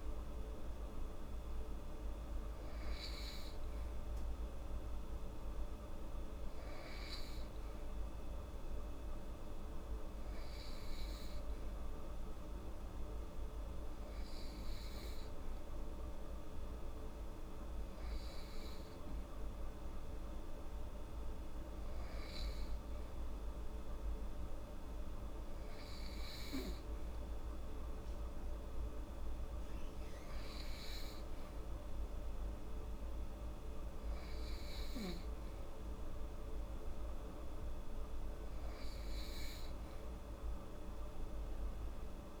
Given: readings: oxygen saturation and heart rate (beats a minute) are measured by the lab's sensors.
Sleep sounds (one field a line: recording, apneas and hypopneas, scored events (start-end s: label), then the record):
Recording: breathing in sleep, hard to hear, by a room microphone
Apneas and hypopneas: none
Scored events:
none scored
From the record:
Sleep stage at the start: N2 (light sleep)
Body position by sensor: on the right side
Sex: female